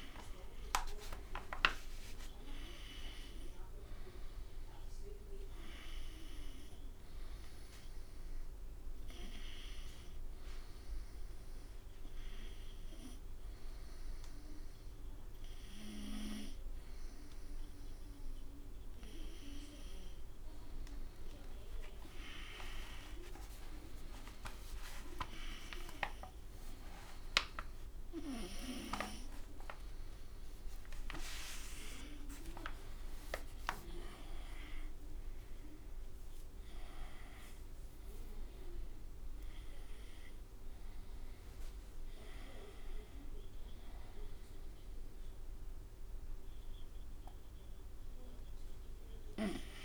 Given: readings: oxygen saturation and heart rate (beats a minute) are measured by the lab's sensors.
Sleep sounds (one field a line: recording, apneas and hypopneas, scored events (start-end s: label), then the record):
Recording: a person awake in a sleep study, by a room microphone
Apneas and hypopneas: none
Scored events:
32.50-34.50 s: long interval between heartbeats (device-marked, heart rate 68 before, 80 extreme)
From the record:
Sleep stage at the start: awake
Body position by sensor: on the right side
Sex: male